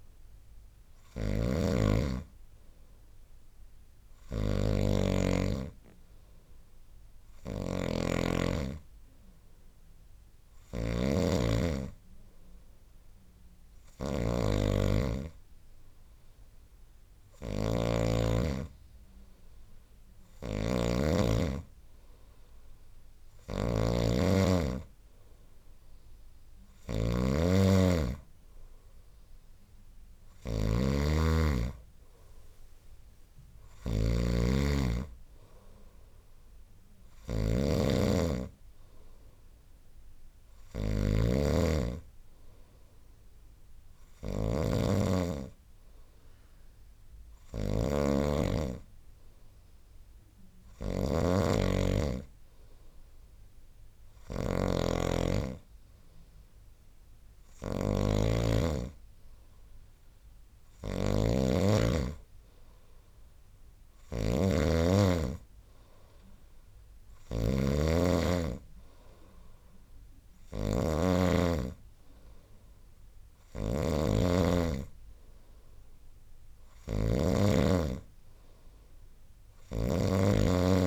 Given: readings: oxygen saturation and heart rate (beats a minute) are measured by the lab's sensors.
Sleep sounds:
breathing in sleep by a room microphone; none
0.00-77.50 s: snoring (device-marked)
79.50-80.87 s: snoring (device-marked)
From the record:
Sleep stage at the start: N2 (light sleep); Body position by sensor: on the right side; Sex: male

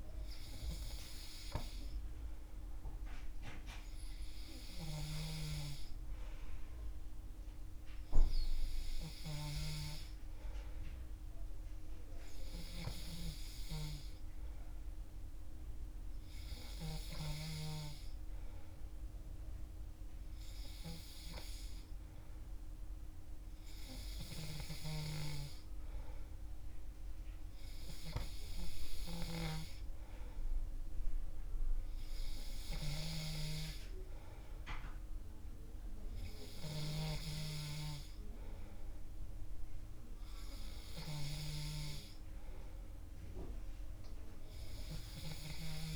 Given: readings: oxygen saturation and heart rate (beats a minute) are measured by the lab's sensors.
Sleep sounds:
breathing in sleep by a room microphone; none
none scored
From the record:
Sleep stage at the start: N3 (deep sleep); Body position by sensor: on the back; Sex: male

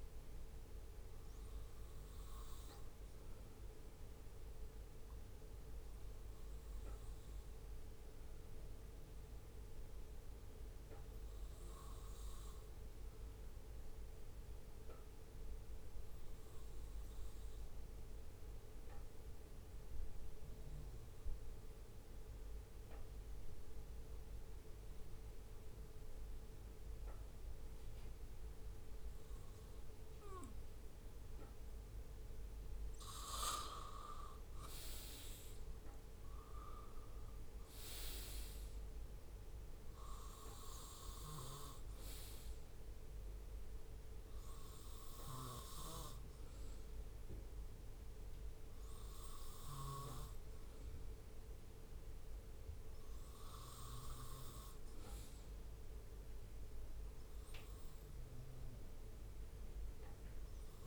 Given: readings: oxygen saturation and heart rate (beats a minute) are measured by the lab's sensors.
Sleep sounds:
breathing in sleep by a room microphone; 1
4.50-31.50 s: obstructive apnea (oxygen 98% before, 94% lowest, heart rate 69 before, 64 extreme, up 6 after)
5.50-17.50 s: oxygen desaturation (device-marked, oxygen 98% before, 94% lowest, heart rate 69 before, 67 extreme)
34.00-37.50 s: arousal
From the record:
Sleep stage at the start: N2 (light sleep); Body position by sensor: on the right side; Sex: male

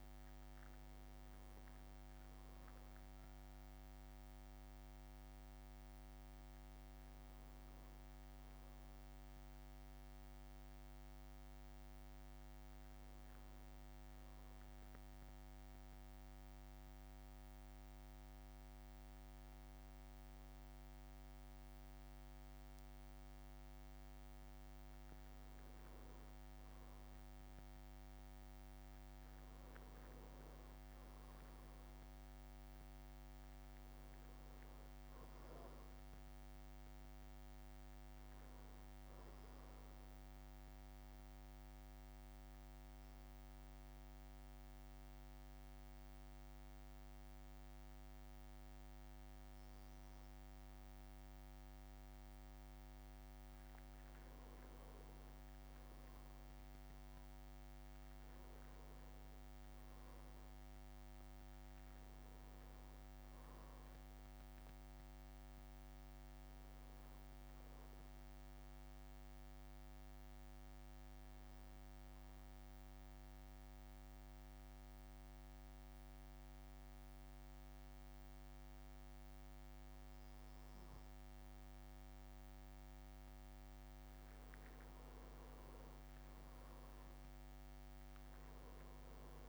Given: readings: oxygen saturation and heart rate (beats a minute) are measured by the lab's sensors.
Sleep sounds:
a person partly awake in a sleep study, hard to hear, by a microphone on the trachea; 3
4.00-89.49 s: new sleep stage, N2 (light sleep)
4.50-6.50 s: leg movement (device-marked)
14.50-25.00 s: mixed apnea (oxygen 99% before, 95% lowest, heart rate 56 before, 55 extreme, up 3 after)
28.50-32.00 s: arousal
39.50-52.50 s: obstructive apnea (oxygen 97% before, 95% lowest, heart rate 56 before, 53 extreme, up 3 after)
54.50-58.00 s: arousal
67.50-83.00 s: obstructive apnea (oxygen 98% before, 95% lowest, heart rate 57 before, 53 extreme, up 3 after)
78.00-89.49 s: drop in pulse transit time (device-marked, heart rate 55 before, 55 extreme)
85.50-89.00 s: arousal
From the record:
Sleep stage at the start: awake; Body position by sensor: on the back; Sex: male

